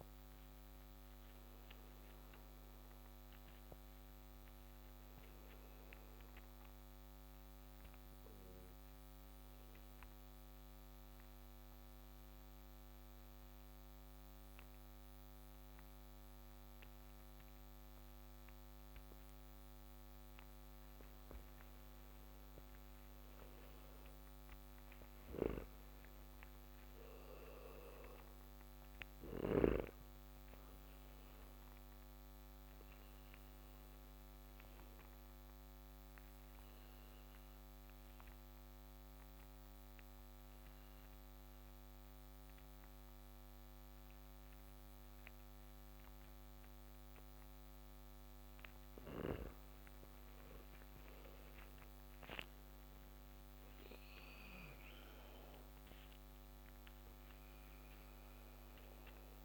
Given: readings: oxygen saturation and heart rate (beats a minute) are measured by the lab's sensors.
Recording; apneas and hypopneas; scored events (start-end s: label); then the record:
breathing in sleep by a microphone on the trachea; 2
1.50-20.50 s: oxygen desaturation (device-marked, oxygen 94% before, 89% lowest)
6.00-21.00 s: obstructive apnea (oxygen 95% before, 89% lowest)
22.50-26.50 s: arousal
25.00-29.50 s: snoring (device-marked)
31.50-45.50 s: oxygen desaturation (device-marked, oxygen 97% before, 91% lowest)
33.00-49.00 s: obstructive apnea (oxygen 97% before, 89% lowest)
51.50-56.00 s: arousal
56.50-59.44 s: oxygen desaturation (device-marked, oxygen 96% before, 89% lowest)
From the record:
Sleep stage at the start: N2 (light sleep); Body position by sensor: on the back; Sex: male